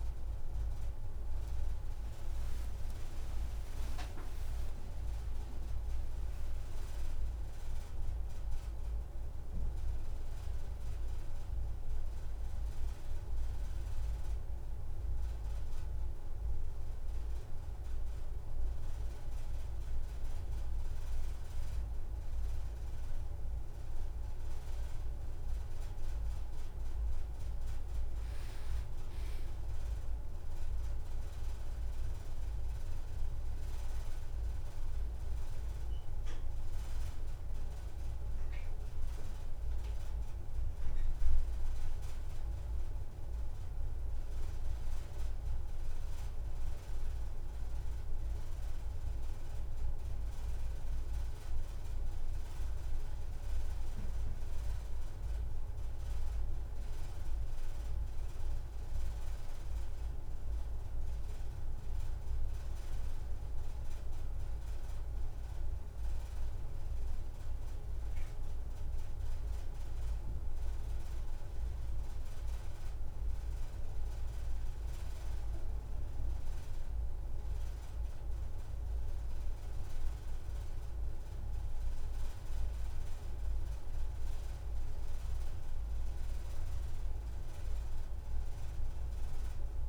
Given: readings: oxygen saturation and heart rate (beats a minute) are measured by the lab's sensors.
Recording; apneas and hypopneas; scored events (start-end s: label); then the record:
breathing in sleep, hard to hear, by a room microphone; none
1.50-6.50 s: arousal
2.50-4.50 s: long interval between heartbeats (device-marked, heart rate 99 before, 113 extreme)
79.50-81.50 s: long interval between heartbeats (device-marked)
81.50-83.50 s: long interval between heartbeats (device-marked)
83.50-85.50 s: long interval between heartbeats (device-marked)
86.00-88.00 s: long interval between heartbeats (device-marked, heart rate 39 before, 99 extreme)
From the record:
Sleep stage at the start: N1 (lightest sleep); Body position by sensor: on the back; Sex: female